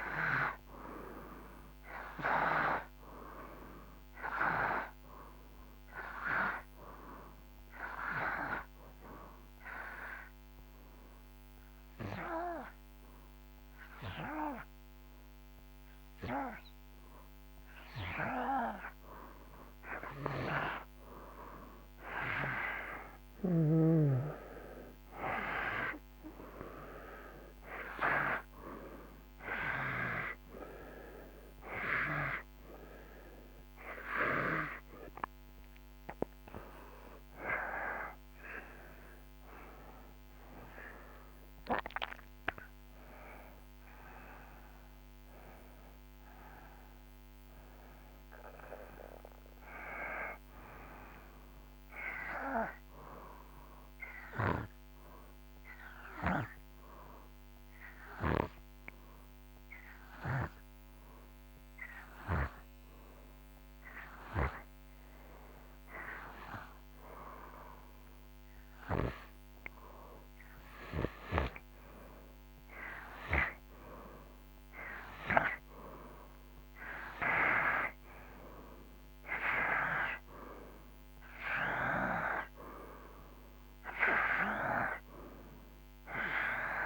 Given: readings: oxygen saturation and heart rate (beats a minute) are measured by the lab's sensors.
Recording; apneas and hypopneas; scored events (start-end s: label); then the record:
breathing in sleep by a microphone on the trachea; 2
0.00-19.50 s: oxygen desaturation (device-marked, oxygen 90% lowest)
4.50-19.50 s: obstructive apnea (oxygen 96% before, 87% lowest)
21.50-25.50 s: arousal
36.50-41.00 s: arousal
37.50-64.50 s: oxygen desaturation (device-marked, oxygen 93% before, 87% lowest)
52.00-64.50 s: obstructive apnea (oxygen 93% before, 88% lowest)
68.50-73.00 s: arousal
From the record:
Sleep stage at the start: N2 (light sleep); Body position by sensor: on the right side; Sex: male